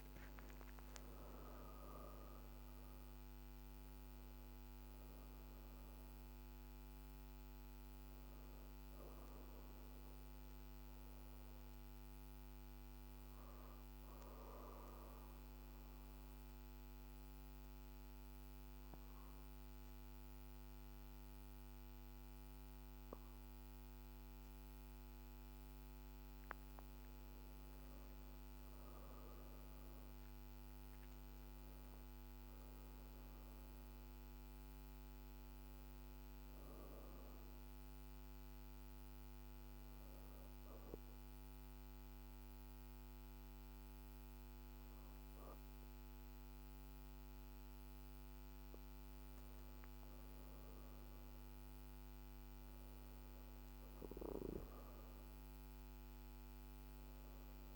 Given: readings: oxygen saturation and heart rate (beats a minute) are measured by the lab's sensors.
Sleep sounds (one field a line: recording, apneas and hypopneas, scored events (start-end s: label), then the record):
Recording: breathing in sleep, hard to hear, by a microphone on the trachea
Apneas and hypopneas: 1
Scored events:
0.00-1.50 s: arousal
0.00-21.50 s: oxygen desaturation (device-marked, oxygen 84% lowest, heart rate 47 extreme)
11.50-25.50 s: obstructive apnea (oxygen 98% before, 84% lowest, heart rate 57 before, 51 extreme, up 14 after)
29.50-34.00 s: arousal
35.50-48.50 s: oxygen desaturation (device-marked, oxygen 99% before, 91% lowest, heart rate 56 before, 49 extreme)
From the record:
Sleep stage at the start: N2 (light sleep)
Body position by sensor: on the back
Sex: female